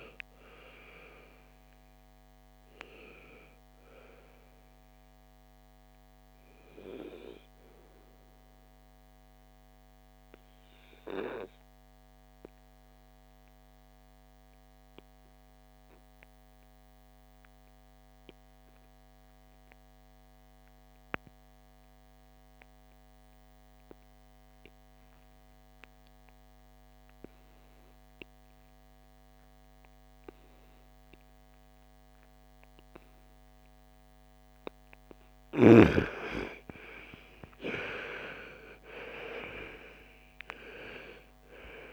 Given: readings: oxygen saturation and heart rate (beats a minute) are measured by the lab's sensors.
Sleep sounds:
breathing in sleep by a microphone on the trachea; 1
0.00-13.00 s: oxygen desaturation (device-marked, oxygen 84% lowest, heart rate 56 extreme)
9.00-35.50 s: obstructive apnea (oxygen 99% before, 81% lowest, heart rate 66 before, 56 extreme, up 20 after)
33.00-41.93 s: oxygen desaturation (device-marked, oxygen 98% before, 81% lowest, heart rate 58 before, 55 extreme)
36.50-40.50 s: arousal
From the record:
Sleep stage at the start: N2 (light sleep); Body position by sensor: on the front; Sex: female

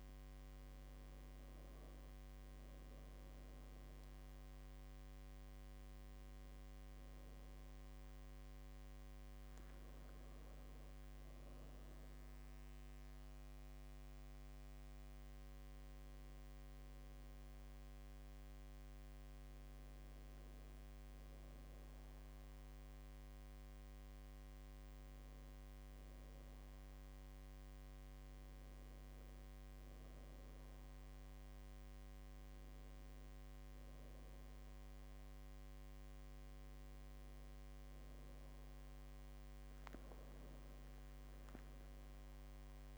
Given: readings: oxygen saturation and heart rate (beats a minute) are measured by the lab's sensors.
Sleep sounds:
a person partly awake in a sleep study, hard to hear, by a microphone on the trachea; none
12.00-42.98 s: new sleep stage, N1 (lightest sleep)
From the record:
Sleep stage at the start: awake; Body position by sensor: on the back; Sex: female

